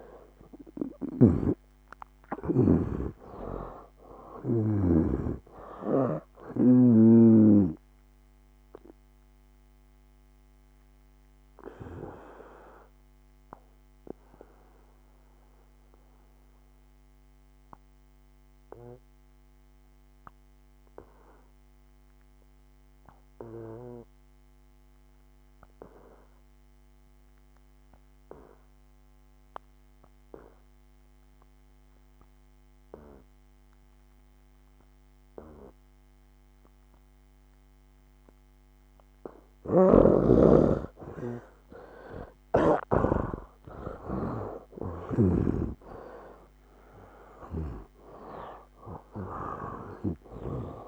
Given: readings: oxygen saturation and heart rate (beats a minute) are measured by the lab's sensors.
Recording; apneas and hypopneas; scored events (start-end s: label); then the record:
breathing in sleep by a microphone on the trachea; 1
0.00-2.50 s: arousal
0.00-5.00 s: snoring (device-marked)
1.50-26.50 s: oxygen desaturation (device-marked, oxygen 97% before, 84% lowest, heart rate 73 before, 67 extreme)
9.00-38.50 s: mixed apnea (oxygen 98% before, 81% lowest, heart rate 75 before, 67 extreme, up 5 after)
31.50-50.88 s: oxygen desaturation (device-marked, oxygen 98% before, 81% lowest, heart rate 73 before, 68 extreme)
39.50-43.00 s: snoring (device-marked)
45.00-48.50 s: arousal
47.50-50.88 s: snoring (device-marked)
From the record:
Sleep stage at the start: N2 (light sleep); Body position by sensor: on the back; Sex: male